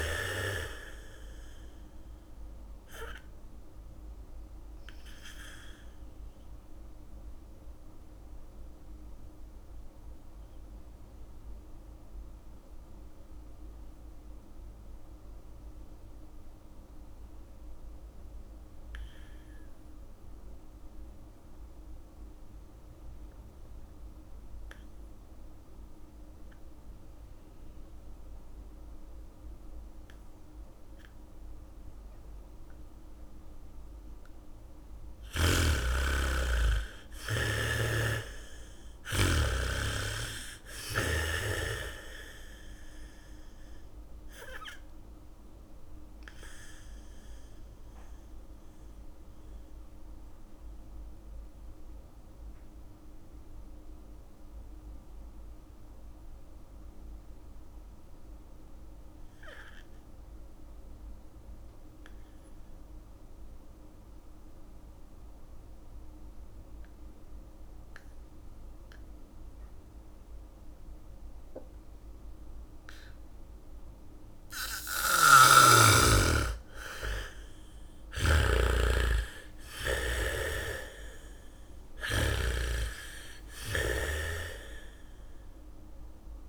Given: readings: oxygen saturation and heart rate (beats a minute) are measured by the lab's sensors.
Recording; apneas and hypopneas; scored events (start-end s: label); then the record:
breathing in sleep by a room microphone; 2
0.00-3.00 s: bradycardia (device-marked)
0.00-20.00 s: oxygen desaturation (device-marked, oxygen 79% lowest)
4.50-34.50 s: mixed apnea (oxygen 98% before, 79% lowest, heart rate 51 before, 34 extreme)
28.00-44.00 s: bradycardia (device-marked, heart rate 63 before, 34 extreme)
33.00-60.00 s: oxygen desaturation (device-marked, oxygen 98% before, 79% lowest, heart rate 71 before, 34 extreme)
37.00-41.00 s: arousal
38.00-41.50 s: snoring (device-marked)
46.50-76.00 s: mixed apnea (oxygen 99% before, 79% lowest, heart rate 51 before, 34 extreme, up 2 after)
67.00-86.49 s: oxygen desaturation (device-marked, oxygen 98% before, 79% lowest, heart rate 76 before, 28 extreme)
69.00-83.00 s: bradycardia (device-marked, heart rate 63 before, 34 extreme)
75.50-83.00 s: snoring (device-marked)
77.50-82.50 s: arousal
From the record:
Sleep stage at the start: N2 (light sleep); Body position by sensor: on the back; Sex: female